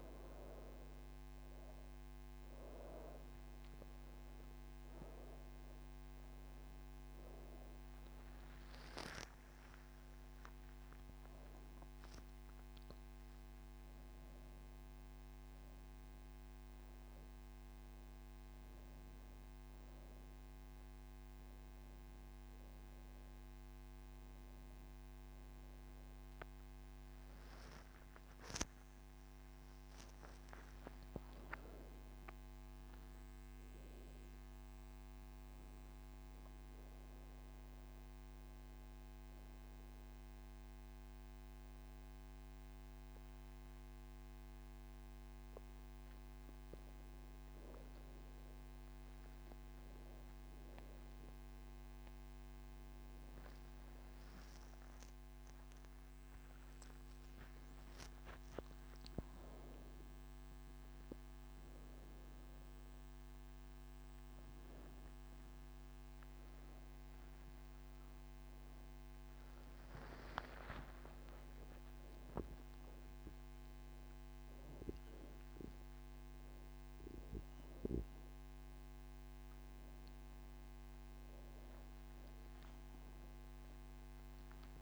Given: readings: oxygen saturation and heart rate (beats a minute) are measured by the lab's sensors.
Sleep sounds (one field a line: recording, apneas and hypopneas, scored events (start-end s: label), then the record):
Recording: breathing in sleep by a microphone on the trachea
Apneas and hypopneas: none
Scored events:
none scored
From the record:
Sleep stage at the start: N1 (lightest sleep)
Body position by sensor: on the right side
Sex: female